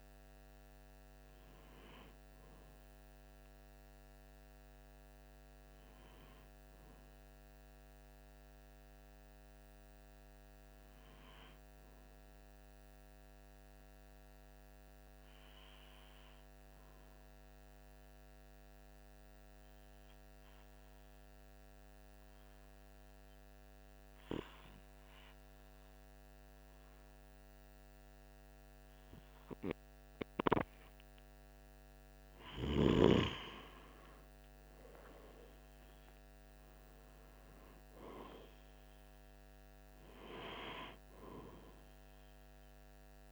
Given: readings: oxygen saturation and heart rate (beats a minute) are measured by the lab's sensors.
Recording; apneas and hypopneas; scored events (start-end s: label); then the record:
breathing in sleep by a microphone on the trachea; 1
12.00-30.50 s: obstructive apnea (oxygen 98% before, 93% lowest, heart rate 46 before, 45 extreme, up 2 after)
33.00-37.50 s: arousal
From the record:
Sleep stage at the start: N2 (light sleep); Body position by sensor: on the right side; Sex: male